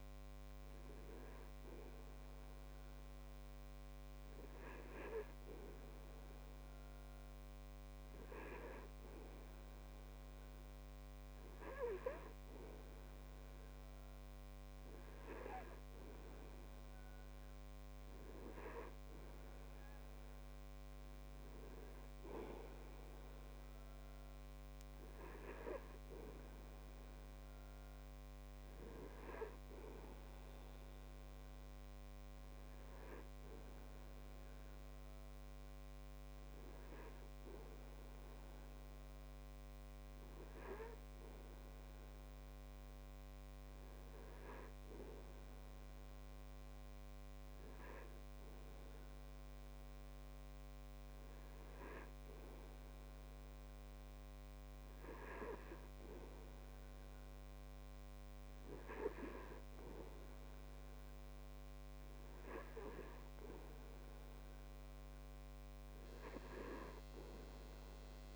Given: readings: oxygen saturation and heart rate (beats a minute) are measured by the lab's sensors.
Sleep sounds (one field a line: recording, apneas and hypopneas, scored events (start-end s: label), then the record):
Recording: breathing in sleep by a microphone on the trachea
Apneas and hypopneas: none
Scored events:
none scored
From the record:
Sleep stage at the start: N2 (light sleep)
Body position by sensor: on the back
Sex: male